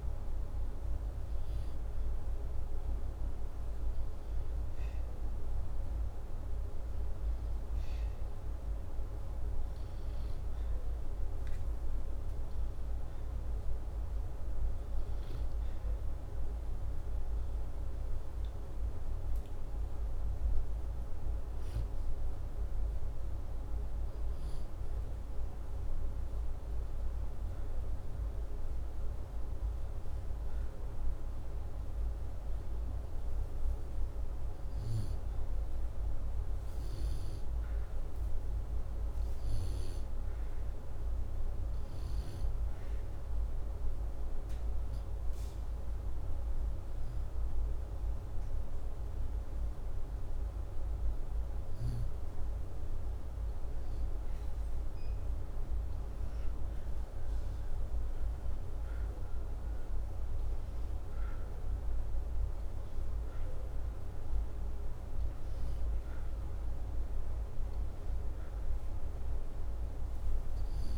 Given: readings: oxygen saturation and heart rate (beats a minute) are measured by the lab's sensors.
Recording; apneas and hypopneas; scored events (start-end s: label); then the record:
breathing in sleep, hard to hear, by a room microphone; none
none scored
From the record:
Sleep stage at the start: N2 (light sleep); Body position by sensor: upright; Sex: male